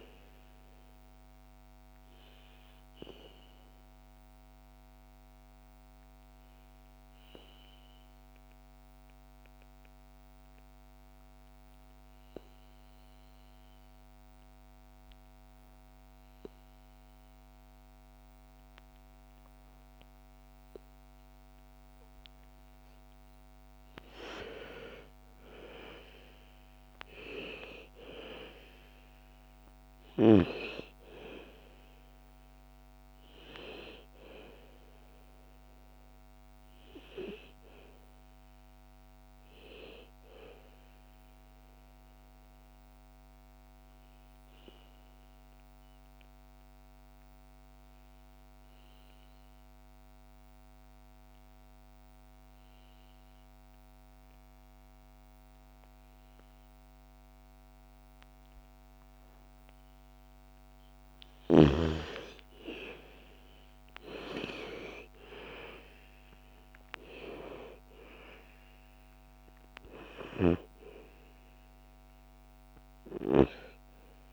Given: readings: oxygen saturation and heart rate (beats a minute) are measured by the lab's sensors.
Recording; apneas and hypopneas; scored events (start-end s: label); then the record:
breathing in sleep by a microphone on the trachea; 2
0.00-18.00 s: oxygen desaturation (device-marked, oxygen 79% lowest, heart rate 55 extreme)
0.50-21.50 s: obstructive apnea (oxygen 99% before, 79% lowest, heart rate 62 before, 55 extreme, up 12 after)
23.00-26.00 s: arousal
28.00-44.00 s: oxygen desaturation (device-marked, oxygen 99% before, 88% lowest, heart rate 57 before, 56 extreme)
41.00-59.50 s: obstructive apnea (oxygen 99% before, 85% lowest, heart rate 64 before, 56 extreme, up 13 after)
60.00-74.33 s: oxygen desaturation (device-marked, oxygen 98% before, 85% lowest, heart rate 59 before, 56 extreme)
62.00-66.00 s: arousal
From the record:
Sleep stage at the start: N2 (light sleep); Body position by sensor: on the back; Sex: female